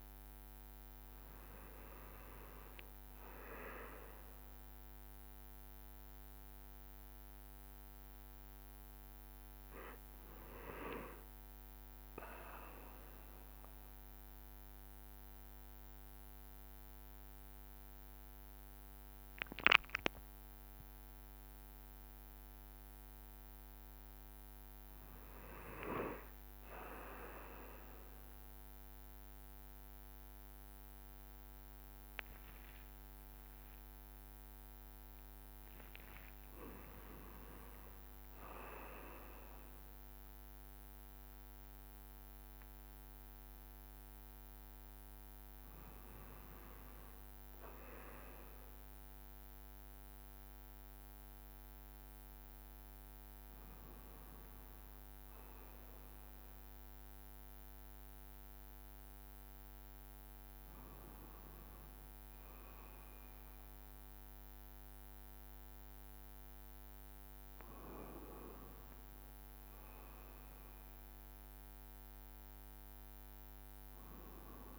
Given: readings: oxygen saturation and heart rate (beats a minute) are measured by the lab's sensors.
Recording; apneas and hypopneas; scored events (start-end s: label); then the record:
a person awake in a sleep study, by a microphone on the trachea; none
40.00-41.00 s: drop in pulse transit time (device-marked, heart rate 76 before, 77 extreme)
From the record:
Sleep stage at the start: awake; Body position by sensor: on the right side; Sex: male